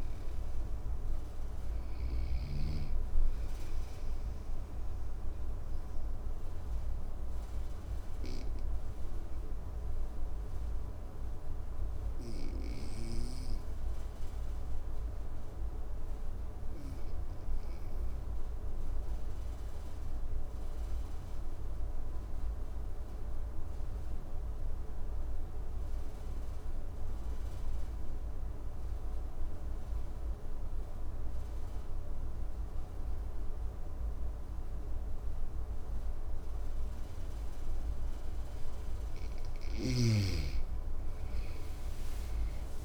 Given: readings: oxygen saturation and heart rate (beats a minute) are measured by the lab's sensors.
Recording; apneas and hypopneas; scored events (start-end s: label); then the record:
breathing in sleep, hard to hear, by a room microphone; 1
0.00-15.50 s: oxygen desaturation (device-marked, oxygen 92% lowest, heart rate 54 extreme)
3.50-37.00 s: obstructive apnea (oxygen 99% before, 90% lowest, heart rate 66 before, 54 extreme, up 11 after)
31.50-42.85 s: oxygen desaturation (device-marked, oxygen 99% before, 90% lowest, heart rate 56 before, 54 extreme)
40.00-42.85 s: arousal
From the record:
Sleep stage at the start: N2 (light sleep); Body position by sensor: on the right side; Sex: male